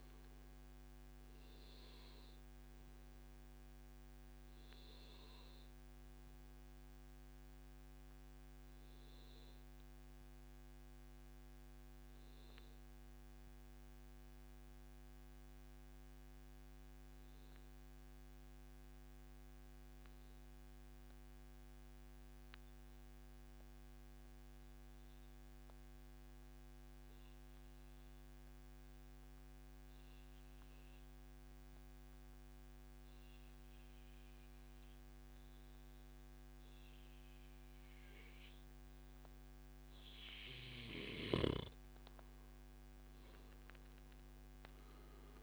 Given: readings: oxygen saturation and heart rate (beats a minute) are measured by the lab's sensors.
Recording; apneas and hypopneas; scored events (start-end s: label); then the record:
breathing in sleep, hard to hear, by a microphone on the trachea; 1
0.00-1.00 s: long interval between heartbeats (device-marked, heart rate 132 extreme)
0.00-1.50 s: oxygen desaturation (device-marked, oxygen 92% lowest, heart rate 90 extreme)
1.50-39.00 s: obstructive apnea (oxygen 98% before, 93% lowest, heart rate 140 before, 92 extreme, up 1 after)
2.00-4.00 s: long interval between heartbeats (device-marked, heart rate 140 before, 114 extreme)
38.50-45.43 s: oxygen desaturation (device-marked, oxygen 97% before, 94% lowest, heart rate 143 before, 106 extreme)
43.00-45.43 s: arousal
From the record:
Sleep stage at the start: N2 (light sleep); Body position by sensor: on the back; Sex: male